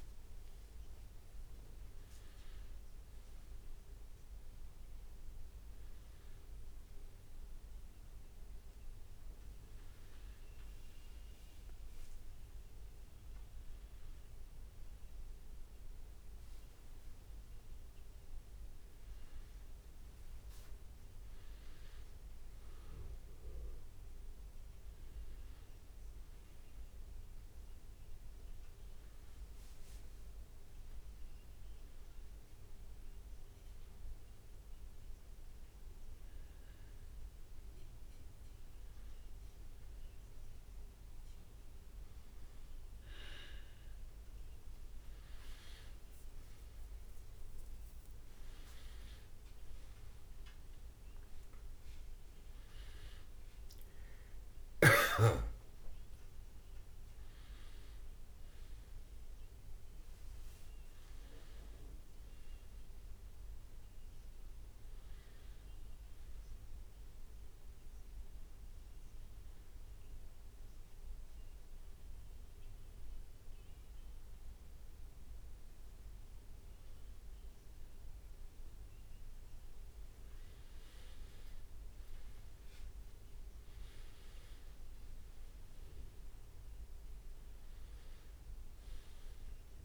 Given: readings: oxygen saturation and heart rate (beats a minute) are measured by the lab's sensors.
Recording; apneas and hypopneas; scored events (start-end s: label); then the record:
breathing in sleep, hard to hear, by a room microphone; 2
1.00-3.00 s: leg movement (device-marked)
8.50-13.50 s: leg movement (device-marked)
19.00-24.00 s: arousal
20.00-25.00 s: leg movement (device-marked)
29.00-32.00 s: leg movement (device-marked)
33.00-44.00 s: hypopnea (oxygen 97% before, 93% lowest, heart rate 70 before, 68 extreme, up 7 after)
44.00-47.00 s: leg movement (device-marked)
48.00-53.50 s: arousal
54.50-58.50 s: leg movement (device-marked)
60.00-63.50 s: leg movement (device-marked)
69.00-89.85 s: new sleep stage, N2 (light sleep)
70.00-80.00 s: mixed apnea (oxygen 97% before, 93% lowest, heart rate 73 before, 65 extreme, up 4 after)
79.50-82.00 s: leg movement (device-marked)
82.00-86.50 s: arousal
84.00-87.50 s: leg movement (device-marked)
85.00-89.85 s: oxygen desaturation (device-marked, oxygen 99% before, 93% lowest, heart rate 71 before, 65 extreme)
From the record:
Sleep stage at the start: N1 (lightest sleep); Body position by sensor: on the back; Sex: male